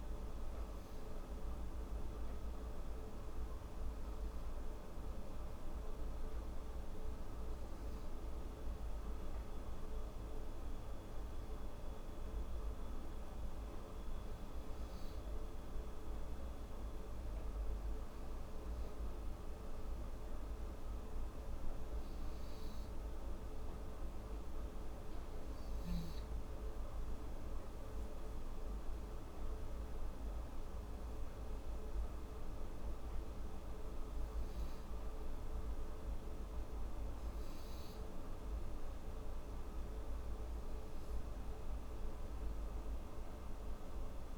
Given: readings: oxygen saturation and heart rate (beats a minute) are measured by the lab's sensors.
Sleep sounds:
breathing in sleep, hard to hear, by a room microphone; 1
11.50-26.00 s: hypopnea (oxygen 95% before, 93% lowest, heart rate 77 before, 74 extreme, up 4 after)
28.50-31.50 s: arousal
From the record:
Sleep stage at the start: N2 (light sleep); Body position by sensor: on the left side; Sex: female

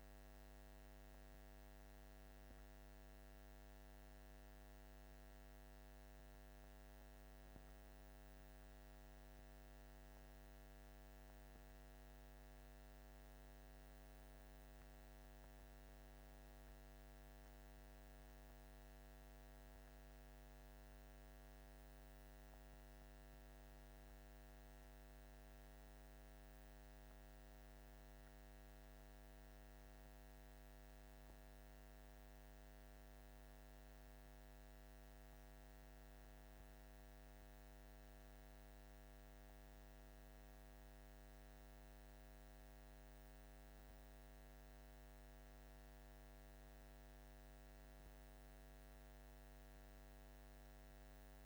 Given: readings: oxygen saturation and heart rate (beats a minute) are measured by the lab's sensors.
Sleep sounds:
a person partly awake in a sleep study, hard to hear, by a microphone on the trachea; none
19.50-51.46 s: new sleep stage, N1 (lightest sleep)
From the record:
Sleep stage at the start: awake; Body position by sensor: on the back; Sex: male

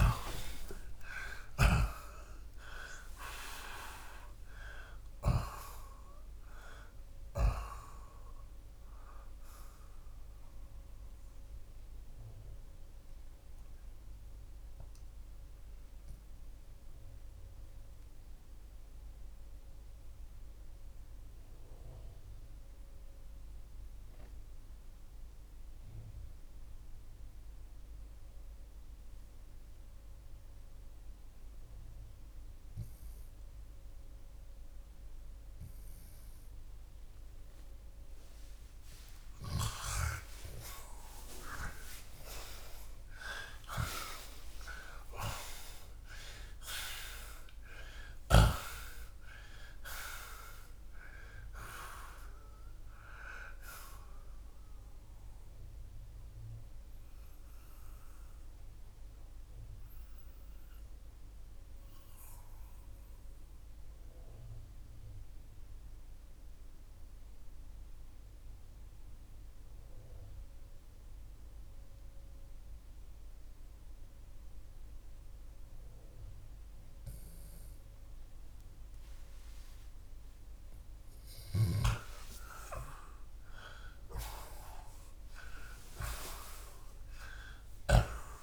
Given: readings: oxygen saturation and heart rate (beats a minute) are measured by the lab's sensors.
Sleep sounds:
breathing in sleep by a room microphone; 2
0.00-5.00 s: snoring (device-marked)
3.00-5.00 s: oxygen desaturation (device-marked, oxygen 90% before, 87% lowest)
10.50-37.00 s: obstructive apnea (oxygen 90% before, 80% lowest)
22.00-46.00 s: oxygen desaturation (device-marked, oxygen 89% before, 80% lowest)
40.00-44.50 s: arousal
55.00-80.50 s: mixed apnea (oxygen 91% before, 80% lowest)
69.00-88.43 s: oxygen desaturation (device-marked, oxygen 90% before, 80% lowest, heart rate 38 before, 33 extreme)
82.00-87.50 s: arousal
From the record:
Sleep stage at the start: N2 (light sleep); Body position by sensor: on the left side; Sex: male

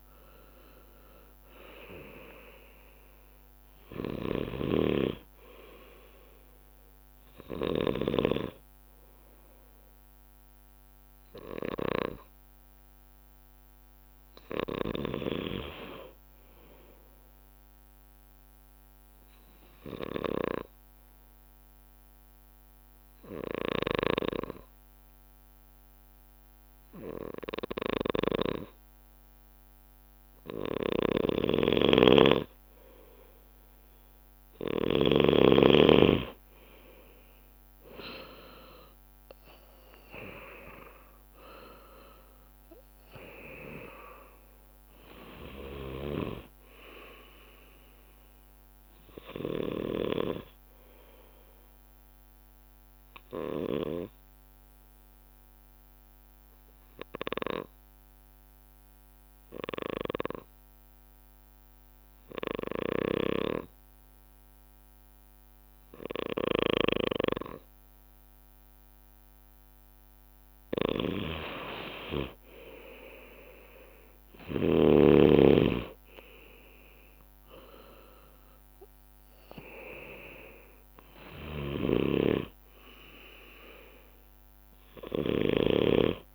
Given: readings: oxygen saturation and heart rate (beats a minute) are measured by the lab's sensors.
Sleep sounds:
breathing in sleep by a microphone on the trachea; 2
1.00-24.00 s: oxygen desaturation (device-marked, oxygen 98% before, 93% lowest)
4.00-8.00 s: snoring (device-marked)
18.00-31.50 s: obstructive apnea (oxygen 98% before, 93% lowest)
23.50-35.00 s: snoring (device-marked)
37.00-42.50 s: arousal
43.00-63.00 s: oxygen desaturation (device-marked, oxygen 97% before, 93% lowest)
51.50-69.00 s: obstructive apnea (oxygen 98% before, 93% lowest)
62.50-74.50 s: snoring (device-marked)
73.00-77.00 s: arousal
81.00-86.35 s: snoring (device-marked)
From the record:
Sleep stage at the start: N2 (light sleep); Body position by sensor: on the left side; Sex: male

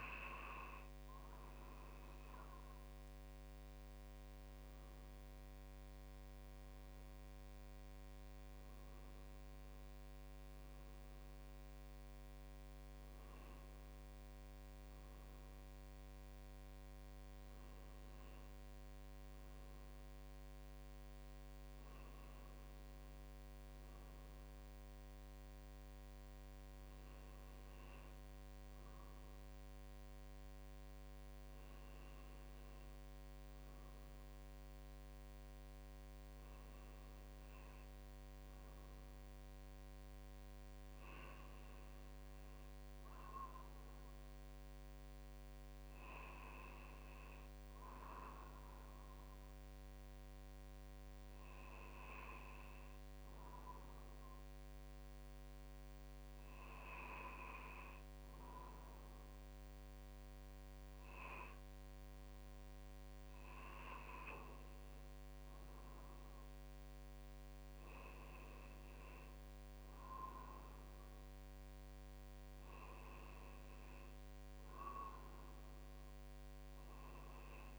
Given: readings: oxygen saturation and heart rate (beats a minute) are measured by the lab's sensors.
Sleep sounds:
breathing in sleep by a microphone on the trachea; none
31.00-35.00 s: arousal
From the record:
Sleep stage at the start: N2 (light sleep); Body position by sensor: on the right side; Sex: male

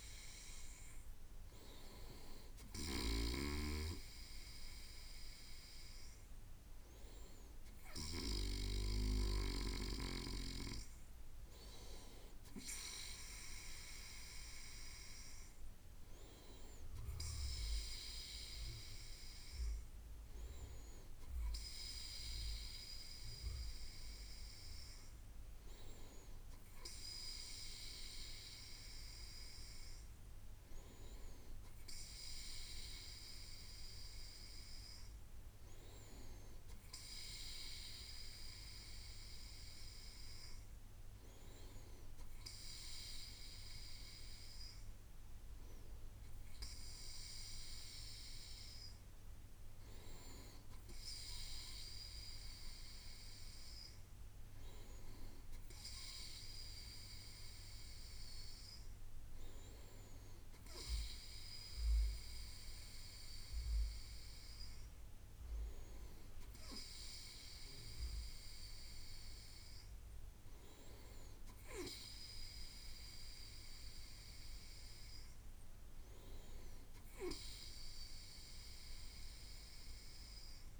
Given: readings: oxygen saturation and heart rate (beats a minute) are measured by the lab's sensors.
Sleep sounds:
breathing in sleep by a room microphone; none
none scored
From the record:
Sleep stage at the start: N2 (light sleep); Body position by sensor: on the right side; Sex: male

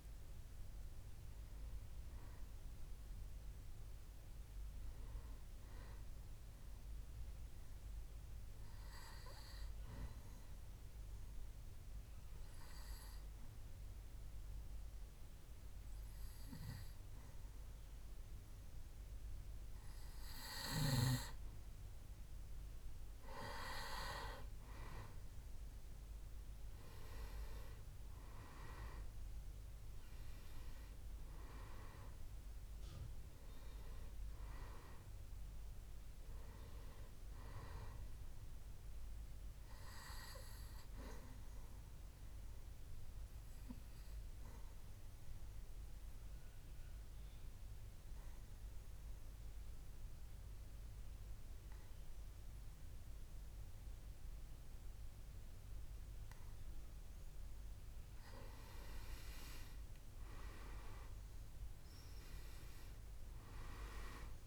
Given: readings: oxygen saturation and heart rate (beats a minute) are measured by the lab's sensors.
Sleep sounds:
breathing in sleep by a room microphone; 2
0.00-17.00 s: oxygen desaturation (device-marked, oxygen 89% lowest, heart rate 66 extreme)
8.00-20.50 s: obstructive apnea (oxygen 97% before, 89% lowest, heart rate 72 before, 66 extreme, up 4 after)
26.00-30.00 s: arousal
34.00-50.00 s: oxygen desaturation (device-marked, oxygen 98% before, 94% lowest, heart rate 68 before, 65 extreme)
42.50-58.50 s: obstructive apnea (oxygen 99% before, 91% lowest, heart rate 70 before, 65 extreme, up 8 after)
60.50-64.00 s: arousal
62.00-64.47 s: oxygen desaturation (device-marked, oxygen 98% before, 91% lowest, heart rate 66 before, 65 extreme)
From the record:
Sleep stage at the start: N2 (light sleep); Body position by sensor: on the back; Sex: male

